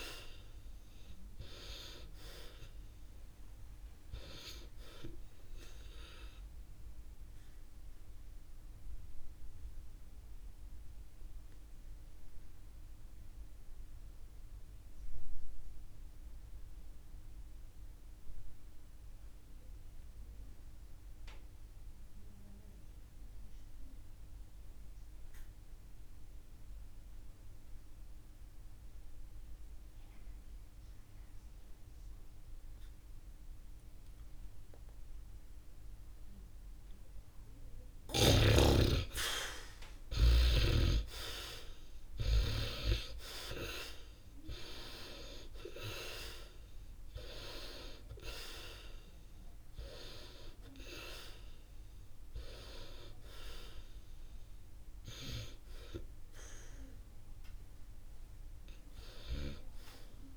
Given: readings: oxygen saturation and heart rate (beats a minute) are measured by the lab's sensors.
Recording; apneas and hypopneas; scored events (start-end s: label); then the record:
breathing in sleep by a room microphone; 1
0.00-12.50 s: oxygen desaturation (device-marked, oxygen 67% lowest, heart rate 47 extreme)
7.50-38.00 s: obstructive apnea (oxygen 94% before, 68% lowest, heart rate 64 before, 50 extreme, up 6 after)
26.50-60.37 s: oxygen desaturation (device-marked, oxygen 100% before, 68% lowest, heart rate 68 before, 50 extreme)
39.50-43.00 s: arousal
From the record:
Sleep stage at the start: N2 (light sleep); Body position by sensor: on the back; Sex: male